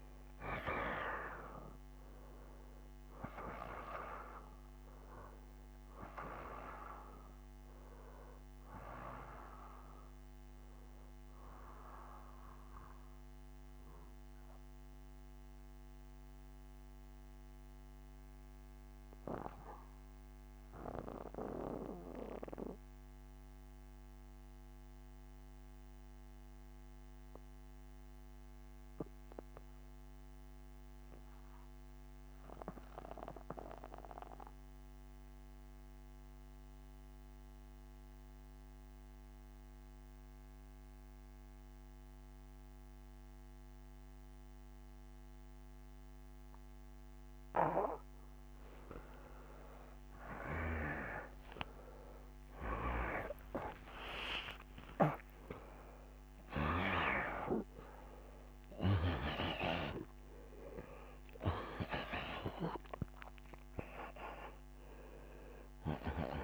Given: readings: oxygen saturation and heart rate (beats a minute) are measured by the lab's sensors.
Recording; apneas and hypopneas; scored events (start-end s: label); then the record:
breathing in sleep by a microphone on the trachea; 1
0.00-12.50 s: oxygen desaturation (device-marked, oxygen 85% lowest, heart rate 65 extreme)
12.50-45.00 s: obstructive apnea (oxygen 95% before, 84% lowest, heart rate 73 before, 65 extreme, up 56 after)
36.50-66.44 s: oxygen desaturation (device-marked, oxygen 96% before, 84% lowest, heart rate 69 before, 64 extreme)
49.00-53.00 s: arousal
From the record:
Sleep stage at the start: N2 (light sleep); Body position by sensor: on the back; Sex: male